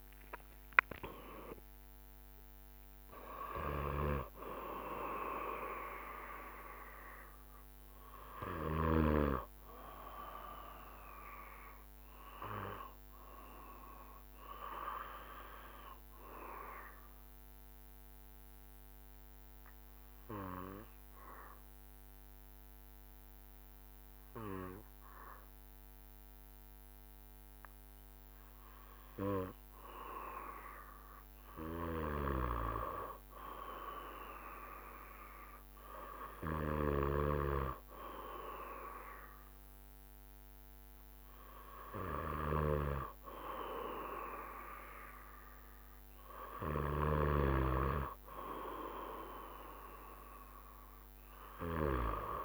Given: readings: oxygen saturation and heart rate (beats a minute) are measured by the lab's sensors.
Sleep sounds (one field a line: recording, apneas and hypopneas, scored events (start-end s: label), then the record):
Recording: breathing in sleep by a microphone on the trachea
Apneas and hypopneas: 1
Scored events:
0.00-8.00 s: drop in pulse transit time (device-marked, heart rate 69 extreme)
16.50-31.00 s: obstructive apnea (oxygen 95% before, 93% lowest, heart rate 76 before, 64 extreme, up 3 after)
33.00-37.00 s: arousal
From the record:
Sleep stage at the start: N2 (light sleep)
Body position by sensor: on the back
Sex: male